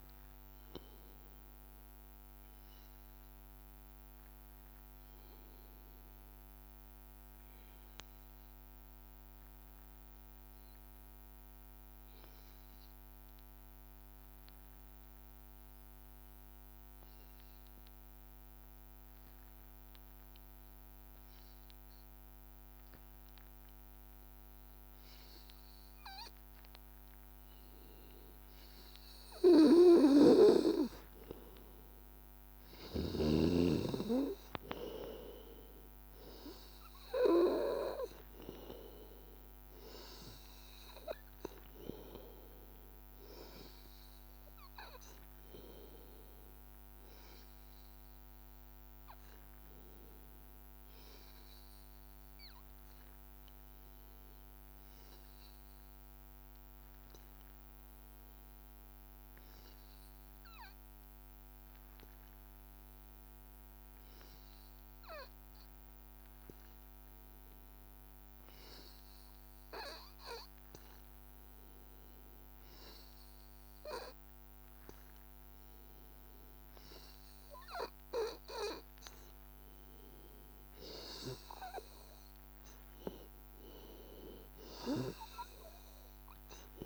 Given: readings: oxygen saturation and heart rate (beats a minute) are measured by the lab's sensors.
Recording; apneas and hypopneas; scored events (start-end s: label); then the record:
breathing in sleep by a microphone on the trachea; 2
0.00-7.50 s: oxygen desaturation (device-marked, oxygen 91% lowest, heart rate 82 extreme)
2.00-25.50 s: hypopnea (oxygen 97% before, 93% lowest, heart rate 84 before, 83 extreme, up 1 after)
24.50-54.50 s: oxygen desaturation (device-marked, oxygen 98% before, 93% lowest, heart rate 84 before, 83 extreme)
28.00-32.00 s: arousal
50.50-77.50 s: hypopnea (oxygen 97% before, 92% lowest, heart rate 84 before, 83 extreme, up 2 after)
68.50-86.86 s: oxygen desaturation (device-marked, oxygen 98% before, 92% lowest, heart rate 84 before, 83 extreme)
81.50-85.50 s: arousal
From the record:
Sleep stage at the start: N2 (light sleep); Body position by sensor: on the back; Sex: male